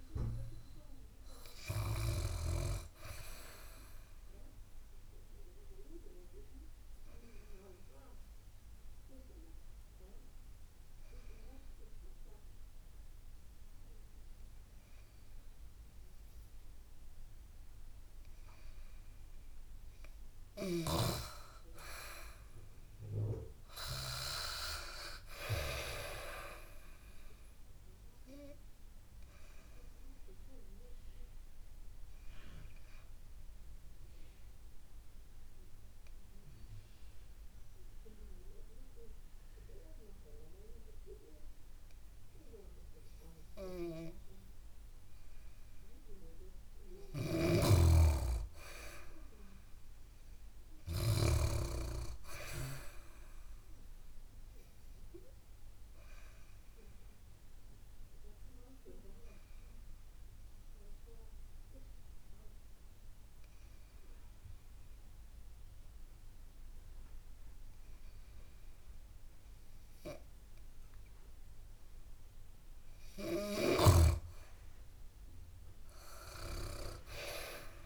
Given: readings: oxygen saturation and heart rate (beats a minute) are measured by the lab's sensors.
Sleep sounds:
breathing in sleep by a room microphone; 3
0.00-1.00 s: arousal
5.00-19.00 s: obstructive apnea (oxygen 95% before, 92% lowest, heart rate 70 before, 58 extreme, up 9 after)
21.00-25.00 s: arousal
25.50-44.50 s: oxygen desaturation (device-marked, oxygen 97% before, 92% lowest, heart rate 66 before, 58 extreme)
28.00-46.50 s: obstructive apnea (oxygen 97% before, 92% lowest, heart rate 66 before, 58 extreme, up 7 after)
34.50-36.50 s: bradycardia (device-marked, heart rate 69 before, 60 extreme)
46.50-51.00 s: snoring (device-marked)
48.50-51.00 s: arousal
54.50-72.50 s: obstructive apnea (oxygen 99% before, 94% lowest, heart rate 63 before, 61 extreme, up 5 after)
73.00-77.86 s: snoring (device-marked)
74.00-77.50 s: arousal
From the record:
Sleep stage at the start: N2 (light sleep); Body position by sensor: on the back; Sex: female

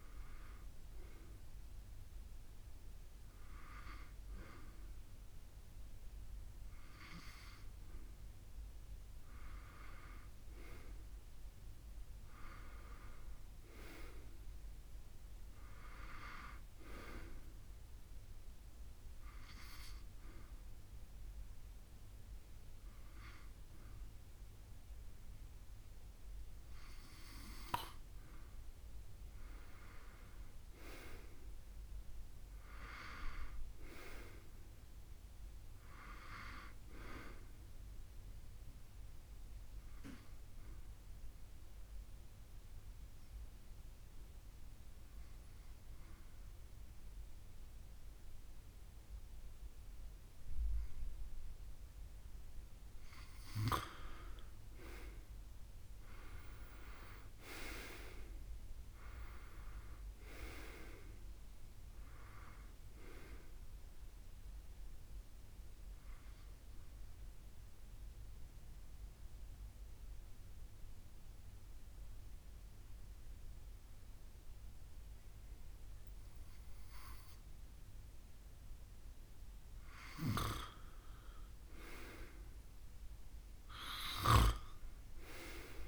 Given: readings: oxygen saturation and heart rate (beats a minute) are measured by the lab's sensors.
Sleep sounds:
breathing in sleep by a room microphone; 3
10.50-85.88 s: new sleep stage, N2 (light sleep)
15.50-33.50 s: oxygen desaturation (device-marked, oxygen 96% before, 93% lowest, heart rate 67 before, 49 extreme)
17.50-27.50 s: hypopnea (oxygen 99% before, 92% lowest, heart rate 66 before, 49 extreme, up 13 after)
30.00-34.00 s: arousal
40.00-53.00 s: obstructive apnea (oxygen 96% before, 92% lowest, heart rate 65 before, 39 extreme, up 5 after)
56.50-60.00 s: arousal
67.00-79.50 s: mixed apnea (oxygen 96% before, 92% lowest, heart rate 62 before, 40 extreme)
83.00-85.88 s: arousal
From the record:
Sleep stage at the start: N1 (lightest sleep); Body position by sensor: on the back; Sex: male

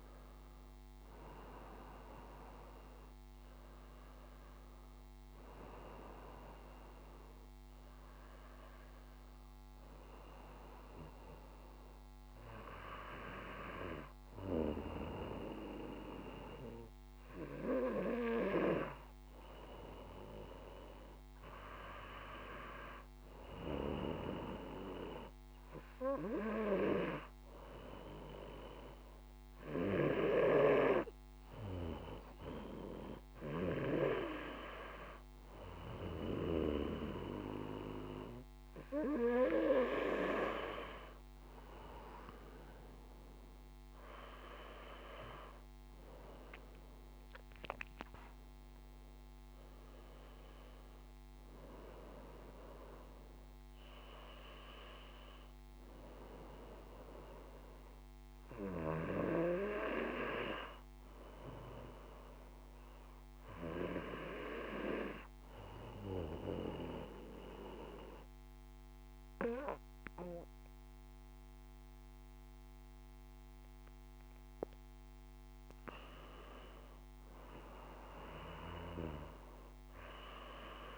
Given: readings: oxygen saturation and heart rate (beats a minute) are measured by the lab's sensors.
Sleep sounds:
breathing in sleep by a microphone on the trachea; 1
58.00-61.50 s: arousal
64.50-75.50 s: obstructive apnea (oxygen 96% before, 94% lowest, heart rate 55 before, 51 extreme, up 3 after)
78.00-80.98 s: arousal
From the record:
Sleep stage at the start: N2 (light sleep); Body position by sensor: on the back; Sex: male

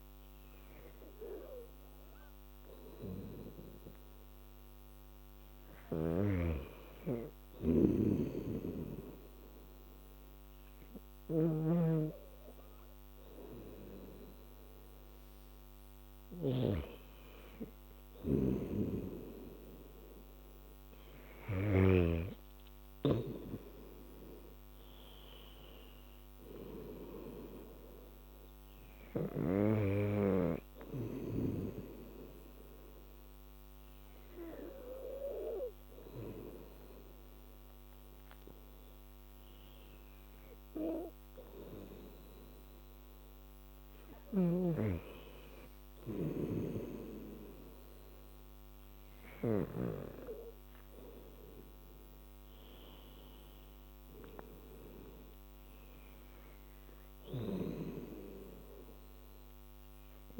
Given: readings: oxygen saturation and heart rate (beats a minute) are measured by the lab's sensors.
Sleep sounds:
breathing in sleep by a microphone on the trachea; 2
0.00-4.50 s: oxygen desaturation (device-marked, oxygen 93% lowest, heart rate 77 extreme)
6.00-22.00 s: snoring (device-marked)
10.50-20.50 s: hypopnea (oxygen 97% before, 93% lowest, heart rate 81 before, 79 extreme, up 9 after)
24.00-27.50 s: arousal
31.00-44.50 s: hypopnea (oxygen 97% before, 94% lowest, heart rate 83 before, 73 extreme, up 4 after)
44.00-50.00 s: snoring (device-marked)
47.00-51.00 s: arousal
From the record:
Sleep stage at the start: N2 (light sleep); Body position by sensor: on the back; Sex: female

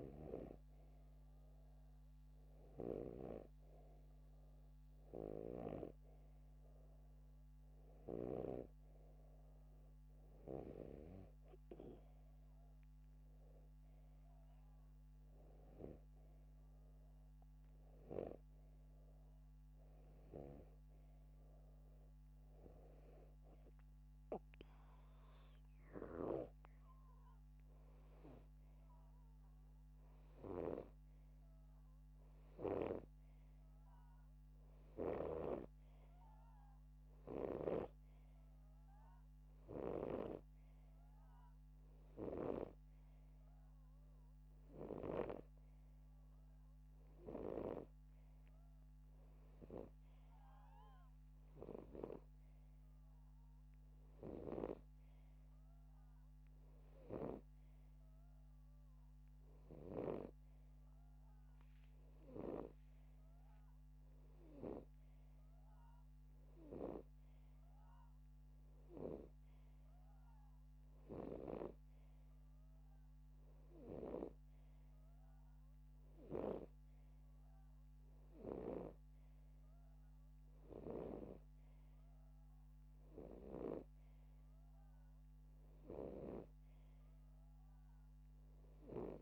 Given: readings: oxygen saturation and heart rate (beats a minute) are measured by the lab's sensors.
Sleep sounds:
breathing in sleep by a microphone on the trachea; none
none scored
From the record:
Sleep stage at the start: N2 (light sleep); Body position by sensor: upright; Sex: male

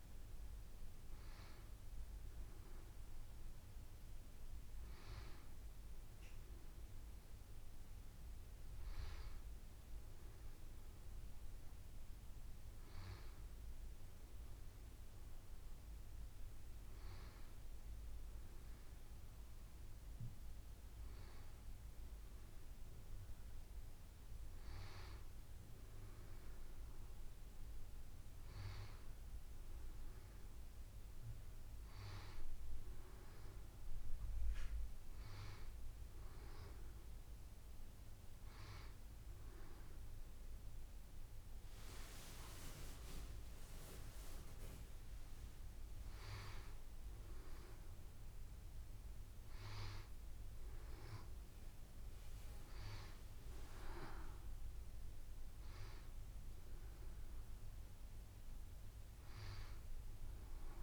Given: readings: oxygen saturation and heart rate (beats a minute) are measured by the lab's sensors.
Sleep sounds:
a person awake in a sleep study, by a room microphone; none
60.00-60.83 s: new sleep stage, N1 (lightest sleep)
From the record:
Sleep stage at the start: awake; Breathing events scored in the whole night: 153 in 5.4 hours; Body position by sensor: on the back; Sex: female

